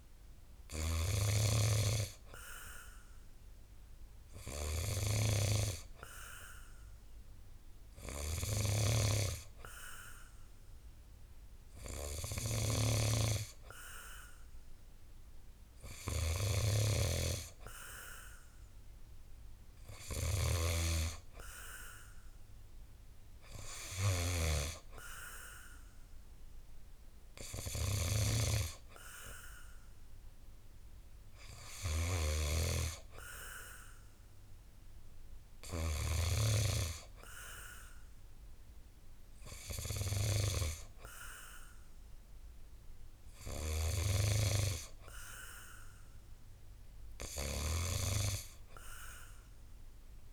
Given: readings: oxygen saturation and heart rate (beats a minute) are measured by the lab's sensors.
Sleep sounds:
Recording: breathing in sleep by a room microphone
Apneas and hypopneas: none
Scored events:
0.00-36.00 s: snoring (device-marked)
43.50-50.33 s: snoring (device-marked)
From the record:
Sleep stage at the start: N2 (light sleep)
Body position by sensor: on the back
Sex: male

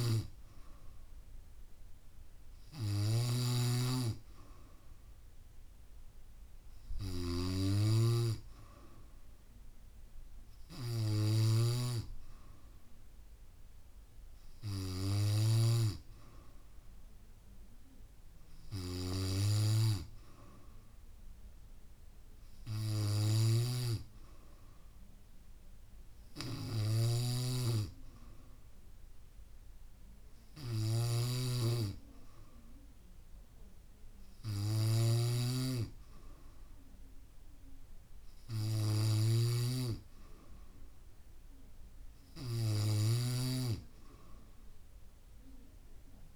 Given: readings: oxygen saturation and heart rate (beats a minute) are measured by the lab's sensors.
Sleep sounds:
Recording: breathing in sleep by a room microphone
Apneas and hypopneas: none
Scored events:
0.00-16.00 s: snoring (device-marked)
14.00-21.00 s: bradycardia (device-marked, heart rate 69 before, 49 extreme)
23.50-46.36 s: snoring (device-marked)
From the record:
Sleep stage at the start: N3 (deep sleep)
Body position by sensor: on the back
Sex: female

